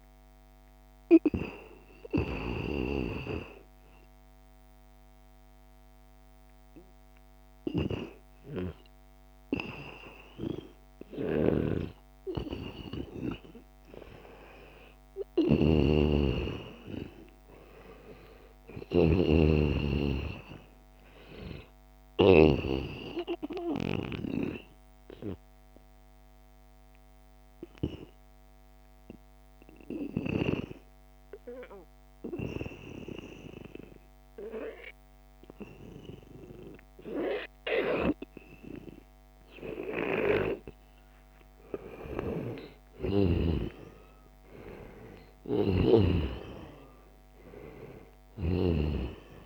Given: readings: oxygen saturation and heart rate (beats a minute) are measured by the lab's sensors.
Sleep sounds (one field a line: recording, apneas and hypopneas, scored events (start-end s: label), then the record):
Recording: breathing in sleep by a microphone on the trachea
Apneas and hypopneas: 1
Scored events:
11.50-49.46 s: new sleep stage, N2 (light sleep)
15.50-19.00 s: snoring (device-marked)
27.00-40.50 s: obstructive apnea (oxygen 95% before, 88% lowest, heart rate 91 before, 82 extreme, up 2 after)
40.50-49.46 s: oxygen desaturation (device-marked, oxygen 95% before, 89% lowest, heart rate 89 before, 76 extreme)
41.50-46.50 s: arousal
48.00-49.46 s: snoring (device-marked)
From the record:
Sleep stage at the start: N1 (lightest sleep)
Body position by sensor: on the back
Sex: male